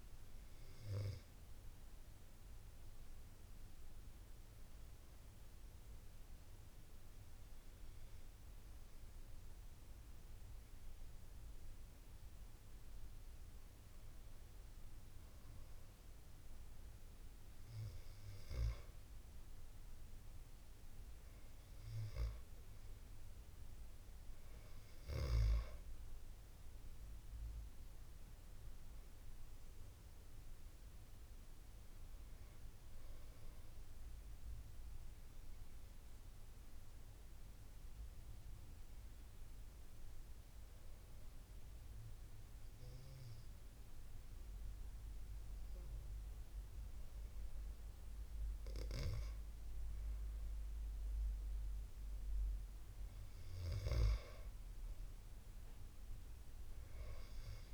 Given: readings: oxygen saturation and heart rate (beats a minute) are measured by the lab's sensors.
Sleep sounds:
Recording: breathing in sleep by a room microphone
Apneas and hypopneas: 2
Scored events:
0.00-15.00 s: oxygen desaturation (device-marked, oxygen 90% lowest, heart rate 64 extreme)
6.50-18.00 s: hypopnea (oxygen 95% before, 89% lowest, heart rate 79 before, 64 extreme, up 14 after)
20.00-23.50 s: arousal
36.00-47.50 s: hypopnea (oxygen 94% before, 89% lowest, heart rate 78 before, 75 extreme, up 15 after)
50.50-53.50 s: arousal
From the record:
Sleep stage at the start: N2 (light sleep)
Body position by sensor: on the back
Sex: male

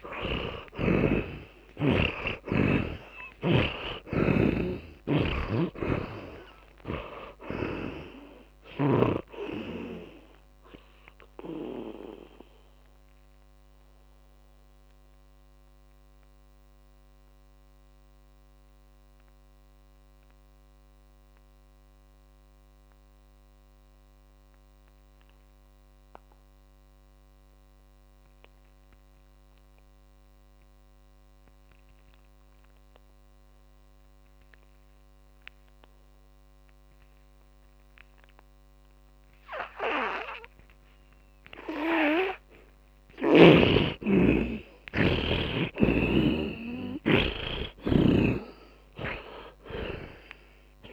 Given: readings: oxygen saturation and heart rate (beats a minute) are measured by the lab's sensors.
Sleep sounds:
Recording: breathing in sleep by a microphone on the trachea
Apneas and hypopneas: 1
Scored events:
2.00-8.50 s: arousal
2.00-32.00 s: oxygen desaturation (device-marked, oxygen 100% before, 76% lowest)
4.00-9.00 s: snoring (device-marked)
13.50-38.50 s: mixed apnea (oxygen 100% before, 74% lowest)
43.00-49.00 s: arousal
45.00-50.93 s: oxygen desaturation (device-marked, oxygen 100% before, 74% lowest)
46.00-50.93 s: snoring (device-marked)
From the record:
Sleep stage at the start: N2 (light sleep)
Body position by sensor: on the back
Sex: male

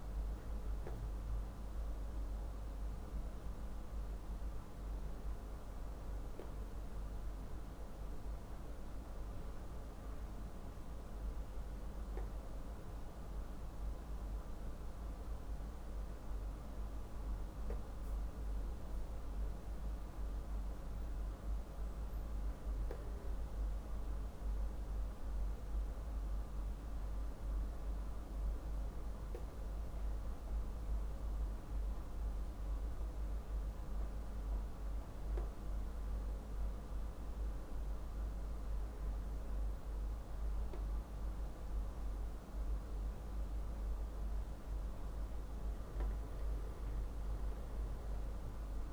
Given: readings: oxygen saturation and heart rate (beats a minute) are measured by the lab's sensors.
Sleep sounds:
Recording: breathing in sleep, hard to hear, by a room microphone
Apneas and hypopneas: none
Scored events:
none scored
From the record:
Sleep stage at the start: N2 (light sleep)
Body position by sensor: on the back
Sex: male

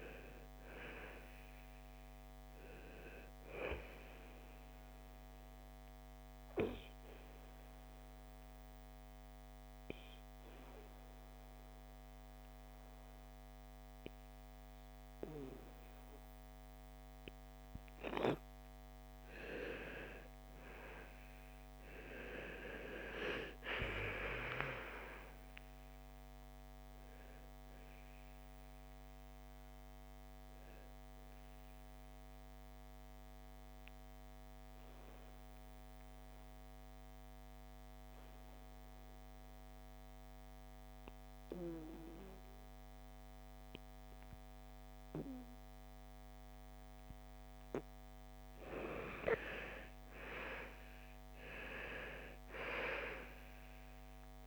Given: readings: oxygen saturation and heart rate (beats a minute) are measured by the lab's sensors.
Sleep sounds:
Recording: breathing in sleep by a microphone on the trachea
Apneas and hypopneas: 2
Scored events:
6.00-16.00 s: oxygen desaturation (device-marked, oxygen 98% before, 92% lowest, heart rate 59 before, 54 extreme)
7.00-18.00 s: obstructive apnea (oxygen 98% before, 88% lowest, heart rate 59 before, 54 extreme, up 9 after)
19.00-24.00 s: arousal
26.00-46.00 s: oxygen desaturation (device-marked, oxygen 98% before, 90% lowest, heart rate 57 before, 55 extreme)
32.50-47.50 s: obstructive apnea (oxygen 98% before, 88% lowest, heart rate 59 before, 55 extreme, up 9 after)
48.50-53.00 s: arousal
From the record:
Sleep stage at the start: N2 (light sleep)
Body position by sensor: on the back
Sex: female

